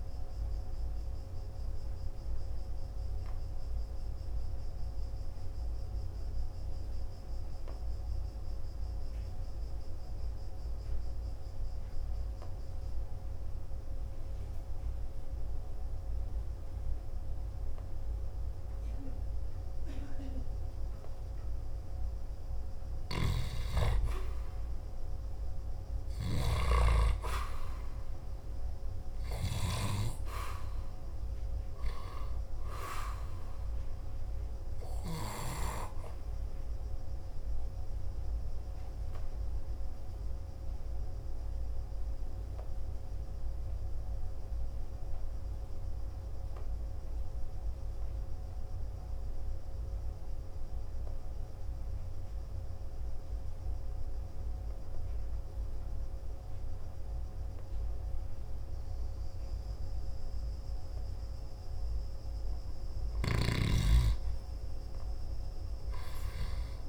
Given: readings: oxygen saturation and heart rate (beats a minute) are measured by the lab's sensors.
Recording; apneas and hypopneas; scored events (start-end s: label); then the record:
breathing in sleep by a room microphone; 2
1.00-21.50 s: obstructive apnea (oxygen 98% before, 89% lowest, heart rate 52 before, 51 extreme)
8.00-24.00 s: oxygen desaturation (device-marked, oxygen 95% before, 89% lowest, heart rate 53 before, 51 extreme)
24.50-29.00 s: arousal
37.00-62.00 s: obstructive apnea (oxygen 98% before, 89% lowest, heart rate 53 before, 49 extreme, up 0 after)
49.00-61.00 s: oxygen desaturation (device-marked, oxygen 96% before, 92% lowest, heart rate 54 before, 49 extreme)
65.50-66.89 s: arousal
From the record:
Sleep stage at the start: N2 (light sleep); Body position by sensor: on the back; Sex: male